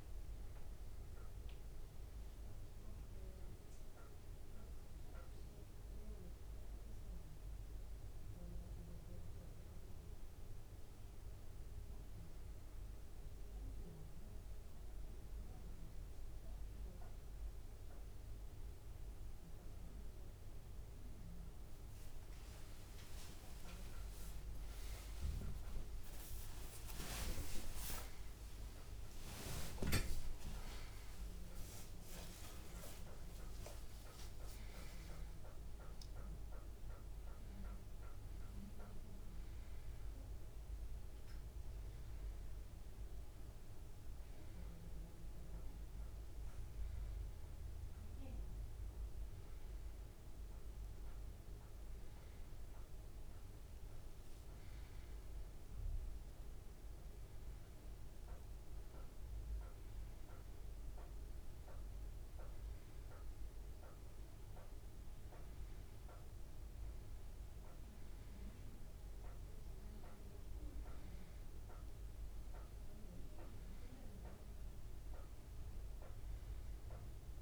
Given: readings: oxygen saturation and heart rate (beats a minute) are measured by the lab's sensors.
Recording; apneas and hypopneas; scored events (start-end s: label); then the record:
a person partly awake in a sleep study, hard to hear, by a room microphone; none
26.00-56.00 s: new sleep stage, awake
56.00-77.42 s: new sleep stage, N1 (lightest sleep)
From the record:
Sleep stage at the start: N2 (light sleep); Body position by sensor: on the right side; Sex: male